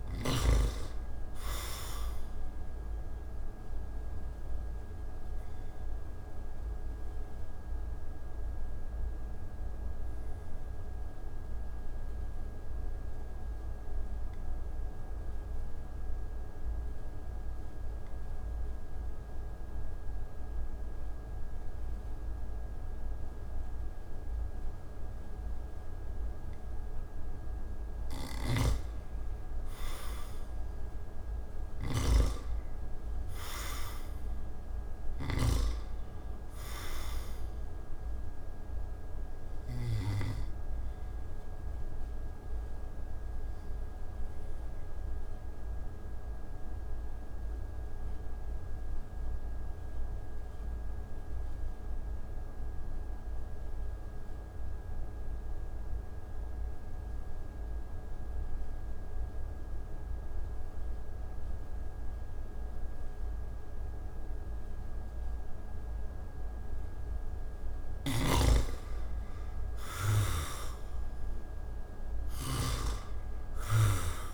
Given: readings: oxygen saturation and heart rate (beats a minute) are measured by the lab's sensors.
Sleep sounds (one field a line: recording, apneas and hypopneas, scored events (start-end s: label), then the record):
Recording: breathing in sleep by a room microphone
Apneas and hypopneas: 2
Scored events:
3.00-24.00 s: oxygen desaturation (device-marked, oxygen 98% before, 86% lowest)
3.50-28.00 s: obstructive apnea (oxygen 98% before, 84% lowest)
28.00-39.50 s: snoring (device-marked)
30.50-33.50 s: arousal
36.00-59.00 s: oxygen desaturation (device-marked, oxygen 97% before, 84% lowest)
43.50-66.50 s: obstructive apnea (oxygen 97% before, 82% lowest)
67.50-72.50 s: snoring (device-marked)
68.00-74.34 s: oxygen desaturation (device-marked, oxygen 98% before, 82% lowest)
72.00-74.34 s: arousal
From the record:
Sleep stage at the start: N2 (light sleep)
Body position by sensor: on the back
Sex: male